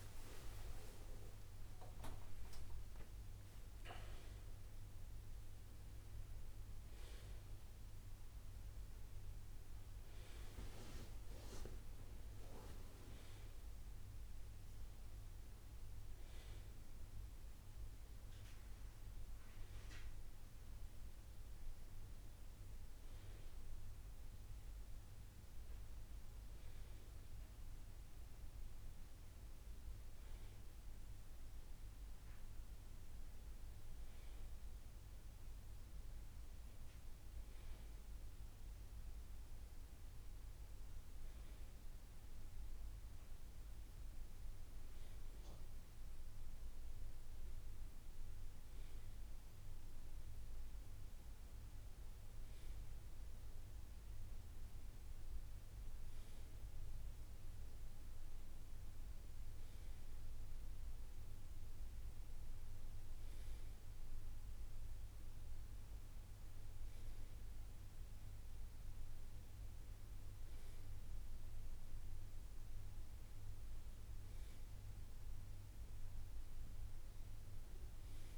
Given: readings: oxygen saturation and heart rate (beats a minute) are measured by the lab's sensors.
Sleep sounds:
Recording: a person partly awake in a sleep study, hard to hear, by a room microphone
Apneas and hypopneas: none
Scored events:
3.50-63.50 s: new sleep stage, N1 (lightest sleep)
63.50-78.38 s: new sleep stage, N2 (light sleep)
From the record:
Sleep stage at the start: awake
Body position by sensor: on the right side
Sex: male

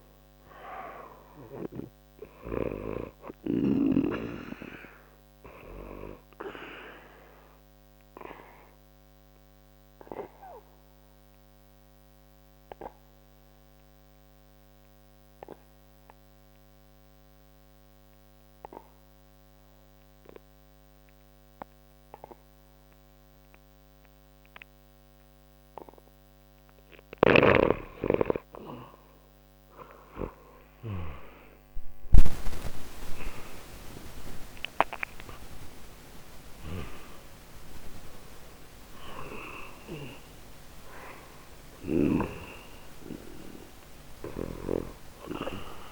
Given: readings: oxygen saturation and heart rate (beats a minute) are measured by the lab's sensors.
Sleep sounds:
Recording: breathing in sleep by a microphone on the trachea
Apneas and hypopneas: 1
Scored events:
0.00-18.50 s: oxygen desaturation (device-marked, oxygen 89% lowest, heart rate 59 extreme)
7.50-27.00 s: obstructive apnea (oxygen 97% before, 86% lowest, heart rate 67 before, 59 extreme, up 19 after)
29.50-34.00 s: arousal
33.50-45.91 s: oxygen desaturation (device-marked, oxygen 96% before, 87% lowest, heart rate 64 before, 59 extreme)
From the record:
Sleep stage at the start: N2 (light sleep)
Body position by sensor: on the back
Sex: male

